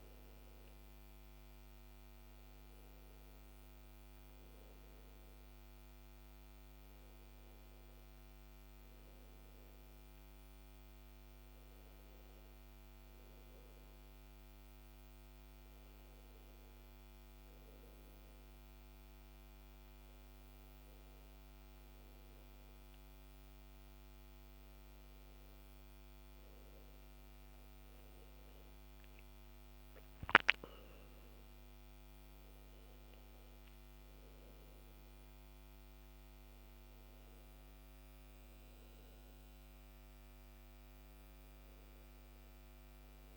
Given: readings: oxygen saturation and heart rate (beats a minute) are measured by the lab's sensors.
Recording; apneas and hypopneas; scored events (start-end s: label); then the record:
breathing in sleep, hard to hear, by a microphone on the trachea; none
none scored
From the record:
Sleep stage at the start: N2 (light sleep); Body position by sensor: on the back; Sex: male